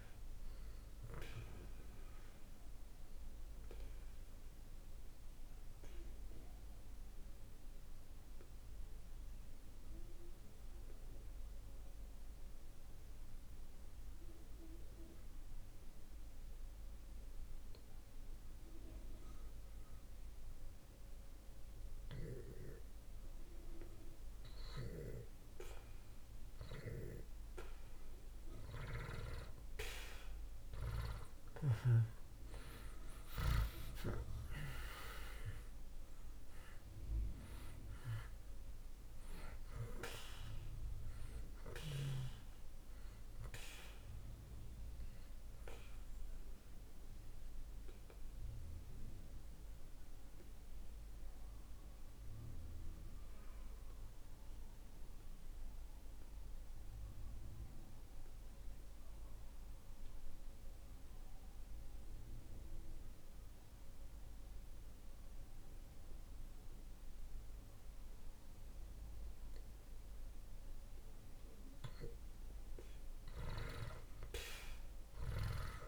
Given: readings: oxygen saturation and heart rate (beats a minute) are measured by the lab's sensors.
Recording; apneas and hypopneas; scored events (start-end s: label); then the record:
breathing in sleep by a room microphone; 2
0.00-19.50 s: oxygen desaturation (device-marked, oxygen 76% lowest)
2.00-22.50 s: obstructive apnea (oxygen 97% before, 76% lowest)
29.00-34.50 s: arousal
30.50-67.50 s: oxygen desaturation (device-marked, oxygen 97% before, 79% lowest)
46.50-70.50 s: mixed apnea (oxygen 97% before, 74% lowest)
74.50-75.88 s: arousal
74.50-75.88 s: oxygen desaturation (device-marked, oxygen 97% before, 74% lowest)
From the record:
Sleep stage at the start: N2 (light sleep); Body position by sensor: on the back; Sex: male